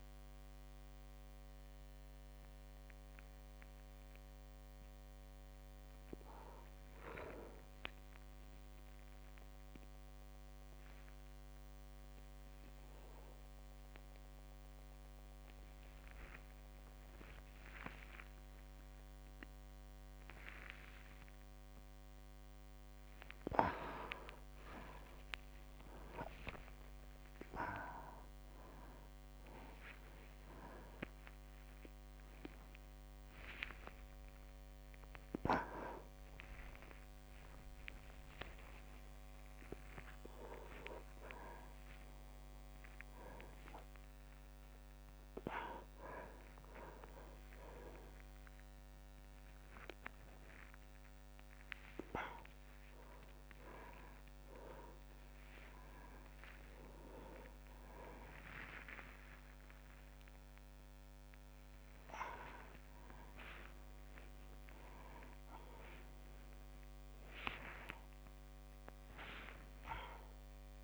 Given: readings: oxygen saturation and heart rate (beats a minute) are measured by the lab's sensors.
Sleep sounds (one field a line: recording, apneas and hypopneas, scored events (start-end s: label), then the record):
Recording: a person awake in a sleep study, by a microphone on the trachea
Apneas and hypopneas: none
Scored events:
0.00-5.50 s: oxygen desaturation (device-marked, oxygen 88% lowest, heart rate 57 extreme)
0.00-17.50 s: drop in pulse transit time (device-marked, heart rate 64 extreme)
3.00-5.00 s: long interval between heartbeats (device-marked, heart rate 69 before, 73 extreme)
10.00-12.00 s: long interval between heartbeats (device-marked, heart rate 73 before, 66 extreme)
15.50-17.50 s: long interval between heartbeats (device-marked, heart rate 70 before, 69 extreme)
18.50-20.50 s: long interval between heartbeats (device-marked, heart rate 71 before, 102 extreme)
25.00-27.00 s: long interval between heartbeats (device-marked, heart rate 81 before, 73 extreme)
27.50-29.50 s: long interval between heartbeats (device-marked, heart rate 83 before, 111 extreme)
29.50-31.50 s: long interval between heartbeats (device-marked, heart rate 88 before, 129 extreme)
33.50-35.50 s: long interval between heartbeats (device-marked, heart rate 100 before, 130 extreme)
33.50-44.50 s: drop in pulse transit time (device-marked, heart rate 100 before, 78 extreme)
38.00-40.00 s: long interval between heartbeats (device-marked, heart rate 115 before, 138 extreme)
40.50-42.50 s: long interval between heartbeats (device-marked, heart rate 120 before, 117 extreme)
43.50-45.50 s: long interval between heartbeats (device-marked, heart rate 121 before, 78 extreme)
47.00-49.00 s: long interval between heartbeats (device-marked, heart rate 121 before, 48 extreme)
52.00-54.00 s: long interval between heartbeats (device-marked, heart rate 104 before, 65 extreme)
57.50-70.84 s: oxygen desaturation (device-marked, oxygen 100% before, 97% lowest, heart rate 82 before, 37 extreme)
58.00-60.00 s: long interval between heartbeats (device-marked)
62.50-68.50 s: drop in pulse transit time (device-marked, heart rate 55 before, 32 extreme)
63.50-65.50 s: long interval between heartbeats (device-marked, heart rate 52 before, 65 extreme)
68.50-70.50 s: long interval between heartbeats (device-marked, heart rate 51 before, 79 extreme)
From the record:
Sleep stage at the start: awake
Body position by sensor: on the back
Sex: male